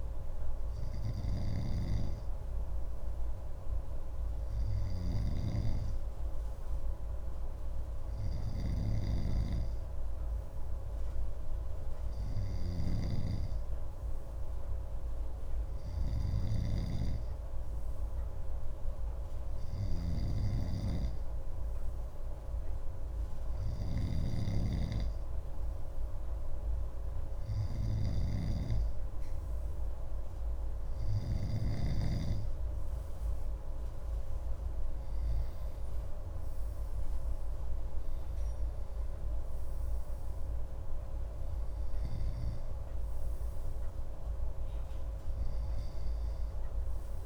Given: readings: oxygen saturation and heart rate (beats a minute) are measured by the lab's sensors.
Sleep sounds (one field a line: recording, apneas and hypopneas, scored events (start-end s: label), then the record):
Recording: breathing in sleep by a room microphone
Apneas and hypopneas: none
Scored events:
8.50-31.50 s: snoring (device-marked)
From the record:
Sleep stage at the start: N2 (light sleep)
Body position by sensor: on the left side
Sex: male